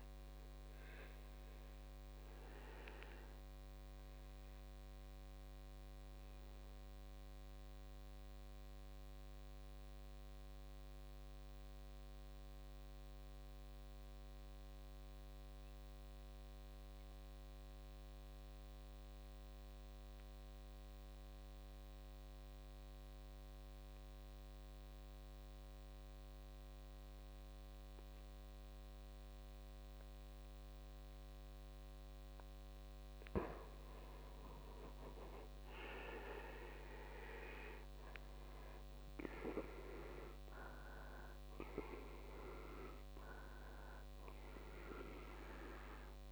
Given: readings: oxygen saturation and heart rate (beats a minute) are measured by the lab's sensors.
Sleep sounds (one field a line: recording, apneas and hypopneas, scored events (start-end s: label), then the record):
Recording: breathing in sleep by a microphone on the trachea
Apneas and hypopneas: 1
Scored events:
1.00-32.00 s: obstructive apnea (oxygen 98% before, 81% lowest, heart rate 57 before, 52 extreme, up 13 after)
11.00-18.00 s: oxygen desaturation (device-marked, oxygen 98% before, 95% lowest, heart rate 56 before, 54 extreme)
34.00-37.50 s: arousal
35.00-46.32 s: oxygen desaturation (device-marked, oxygen 98% before, 81% lowest, heart rate 57 before, 55 extreme)
From the record:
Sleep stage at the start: N2 (light sleep)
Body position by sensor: on the back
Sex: male